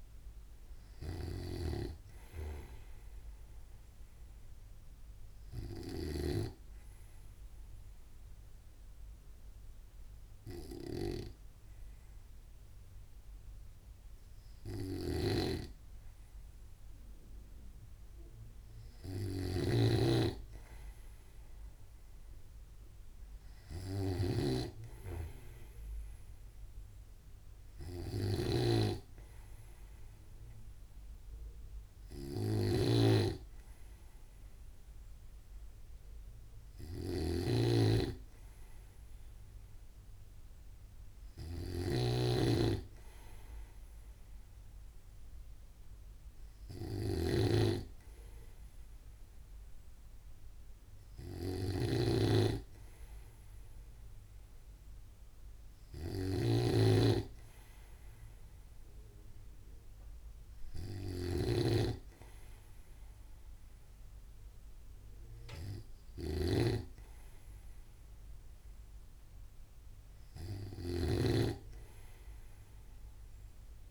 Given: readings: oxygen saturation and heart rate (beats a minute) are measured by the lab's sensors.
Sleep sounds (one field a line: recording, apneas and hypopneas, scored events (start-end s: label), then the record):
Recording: breathing in sleep by a room microphone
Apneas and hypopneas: 1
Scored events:
0.00-7.00 s: snoring (device-marked)
6.50-19.00 s: obstructive apnea (oxygen 96% before, 92% lowest, heart rate 63 before, 62 extreme, up 1 after)
15.50-73.91 s: snoring (device-marked)
21.00-24.00 s: arousal
From the record:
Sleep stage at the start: N2 (light sleep)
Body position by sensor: on the right side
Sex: male